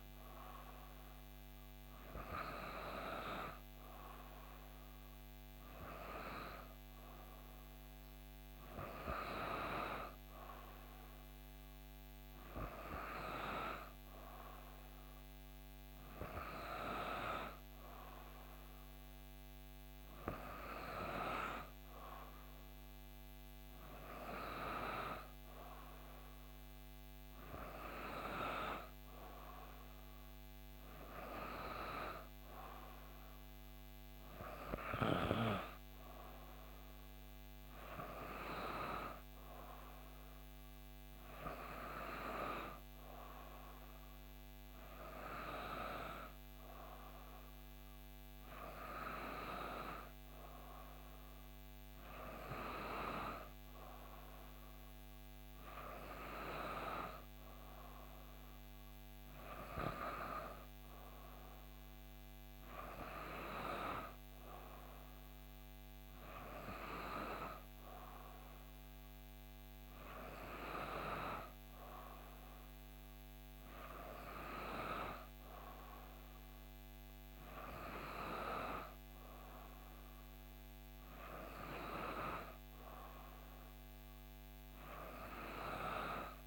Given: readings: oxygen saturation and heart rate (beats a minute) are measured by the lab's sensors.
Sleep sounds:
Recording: breathing in sleep by a microphone on the trachea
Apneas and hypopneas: none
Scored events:
none scored
From the record:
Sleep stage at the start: N3 (deep sleep)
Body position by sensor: on the back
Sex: female

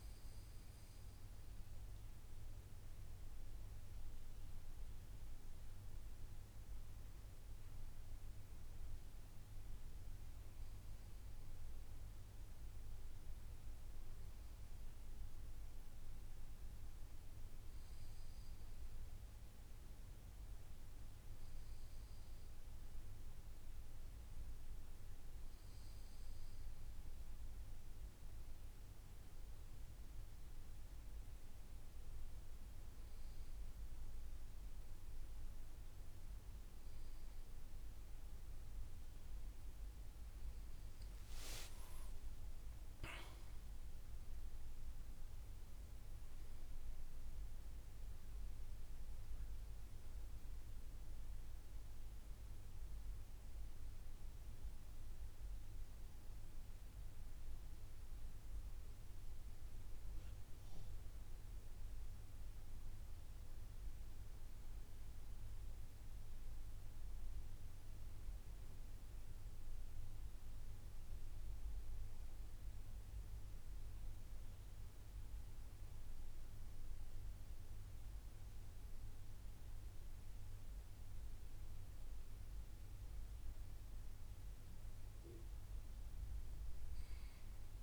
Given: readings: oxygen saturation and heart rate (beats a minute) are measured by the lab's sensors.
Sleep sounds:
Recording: breathing in sleep, hard to hear, by a room microphone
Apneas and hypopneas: none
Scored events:
35.00-87.83 s: new sleep stage, N1 (lightest sleep)
41.50-46.00 s: arousal
From the record:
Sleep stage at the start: N2 (light sleep)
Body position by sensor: on the back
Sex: male

